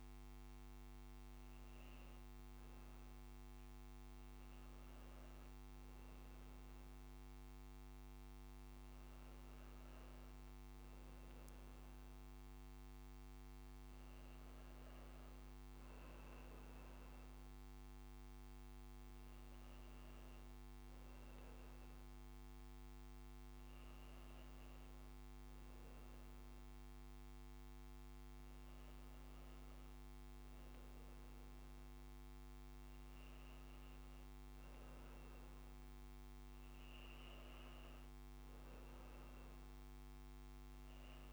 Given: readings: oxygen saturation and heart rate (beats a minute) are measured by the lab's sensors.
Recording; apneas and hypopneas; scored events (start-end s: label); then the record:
breathing in sleep, hard to hear, by a microphone on the trachea; none
none scored
From the record:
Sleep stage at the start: N1 (lightest sleep); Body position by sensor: on the back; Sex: male